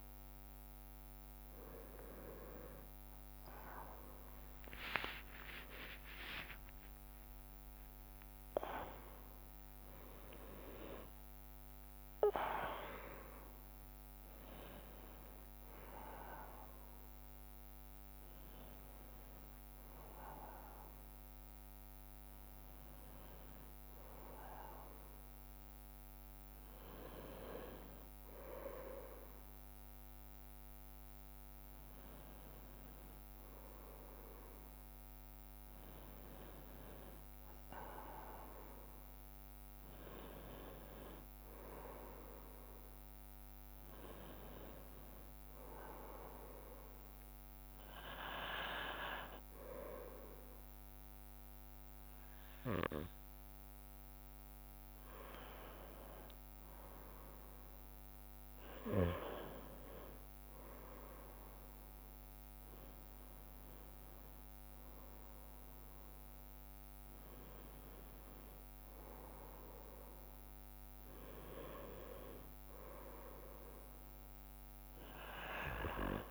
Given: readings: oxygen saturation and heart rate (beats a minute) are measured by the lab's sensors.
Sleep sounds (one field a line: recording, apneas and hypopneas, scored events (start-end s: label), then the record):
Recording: a person awake in a sleep study, by a microphone on the trachea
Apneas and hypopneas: none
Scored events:
0.00-2.50 s: drop in pulse transit time (device-marked, heart rate 54 extreme)
5.00-7.00 s: long interval between heartbeats (device-marked, heart rate 57 before, 68 extreme)
5.50-14.50 s: bradycardia (device-marked, heart rate 32 before, 39 extreme)
9.50-11.50 s: long interval between heartbeats (device-marked, heart rate 60 before, 40 extreme)
14.50-74.50 s: new sleep stage, awake
15.50-24.50 s: drop in pulse transit time (device-marked, heart rate 57 before, 55 extreme)
22.50-41.50 s: bradycardia (device-marked, heart rate 34 before, 53 extreme)
35.50-48.50 s: drop in pulse transit time (device-marked, heart rate 58 before, 53 extreme)
45.50-56.50 s: bradycardia (device-marked, heart rate 36 before, 55 extreme)
74.50-76.31 s: drop in pulse transit time (device-marked, heart rate 60 before, 61 extreme)
74.50-76.31 s: new sleep stage, N1 (lightest sleep)
From the record:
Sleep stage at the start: N1 (lightest sleep)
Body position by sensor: on the right side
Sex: male